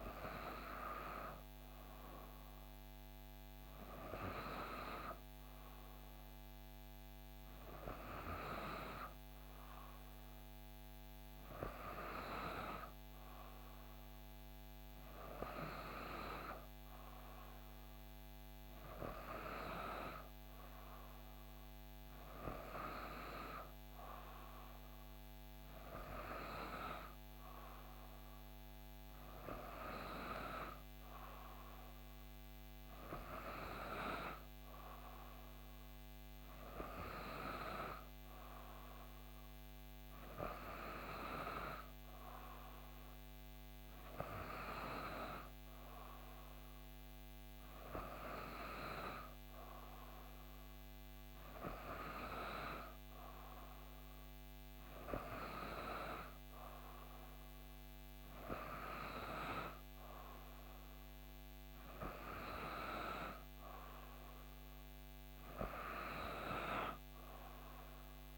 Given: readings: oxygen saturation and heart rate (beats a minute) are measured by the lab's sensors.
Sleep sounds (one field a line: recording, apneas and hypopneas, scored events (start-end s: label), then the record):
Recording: breathing in sleep by a microphone on the trachea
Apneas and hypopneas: none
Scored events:
none scored
From the record:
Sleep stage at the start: N3 (deep sleep)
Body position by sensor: on the back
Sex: female